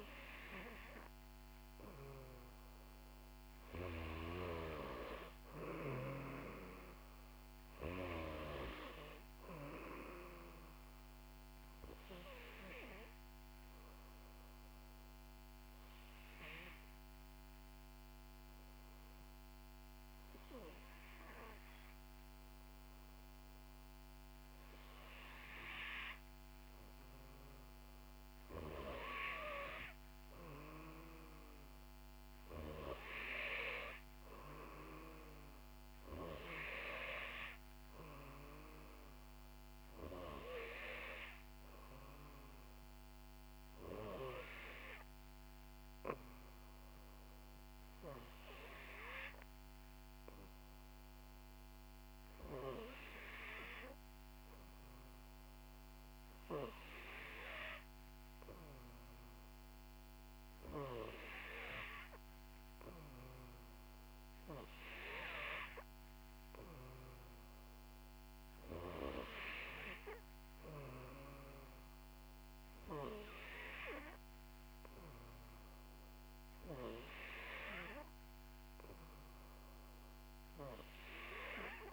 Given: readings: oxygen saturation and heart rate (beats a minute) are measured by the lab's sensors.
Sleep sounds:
breathing in sleep by a microphone on the trachea; 1
12.50-28.00 s: obstructive apnea (oxygen 95% before, 91% lowest, heart rate 64 before, 60 extreme, up 5 after)
29.50-32.50 s: arousal
52.50-81.93 s: new sleep stage, N3 (deep sleep)
From the record:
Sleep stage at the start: N2 (light sleep); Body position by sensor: on the back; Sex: female

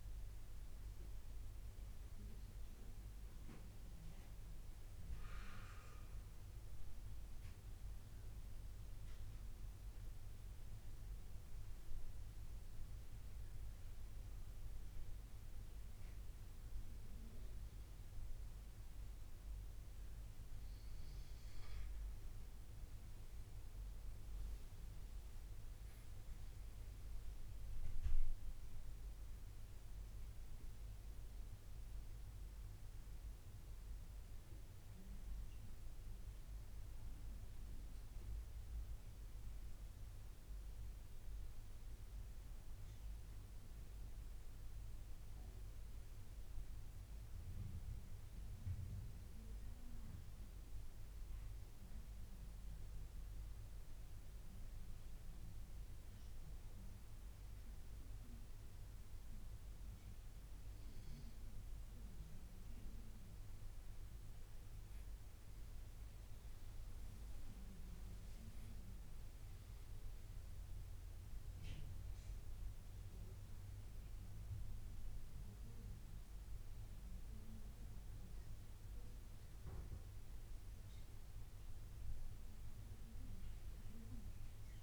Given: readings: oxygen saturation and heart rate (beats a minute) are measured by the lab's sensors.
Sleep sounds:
breathing in sleep, hard to hear, by a room microphone; 2
2.00-20.50 s: mixed apnea (oxygen 95% before, 91% lowest, heart rate 88 before, 79 extreme, up 10 after)
24.50-28.00 s: arousal
26.50-51.50 s: oxygen desaturation (device-marked, oxygen 96% before, 91% lowest, heart rate 81 before, 79 extreme)
48.50-62.00 s: obstructive apnea (oxygen 96% before, 93% lowest, heart rate 85 before, 80 extreme, up 8 after)
64.00-67.50 s: arousal
From the record:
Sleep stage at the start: N2 (light sleep); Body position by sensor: on the right side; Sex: male

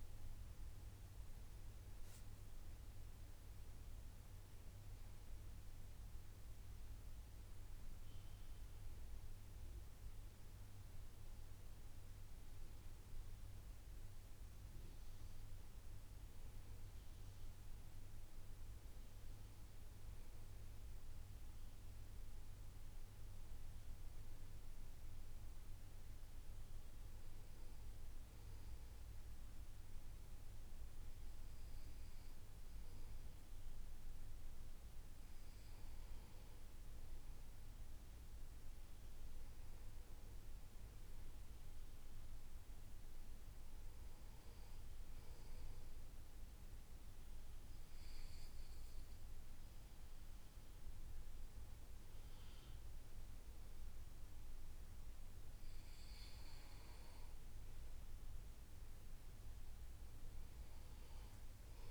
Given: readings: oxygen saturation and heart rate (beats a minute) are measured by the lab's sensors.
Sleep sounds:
breathing in sleep, hard to hear, by a room microphone; none
none scored
From the record:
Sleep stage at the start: N2 (light sleep); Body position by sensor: on the back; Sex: male

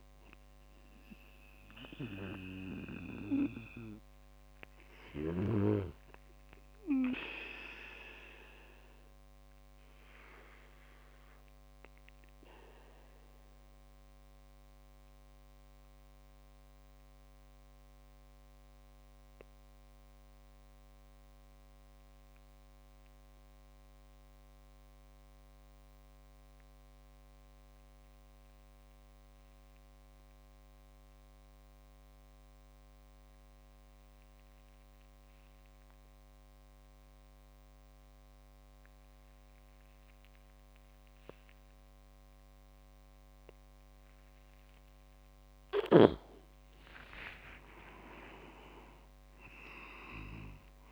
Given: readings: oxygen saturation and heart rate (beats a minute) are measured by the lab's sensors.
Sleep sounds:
breathing in sleep by a microphone on the trachea; 1
0.00-7.50 s: oxygen desaturation (device-marked, oxygen 92% lowest, heart rate 59 extreme)
11.50-45.00 s: mixed apnea (oxygen 97% before, 94% lowest, heart rate 72 before, 59 extreme, up 28 after)
40.50-50.92 s: oxygen desaturation (device-marked, oxygen 99% before, 94% lowest, heart rate 60 before, 60 extreme)
46.50-50.92 s: arousal
From the record:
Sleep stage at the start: N2 (light sleep); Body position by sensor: on the back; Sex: male

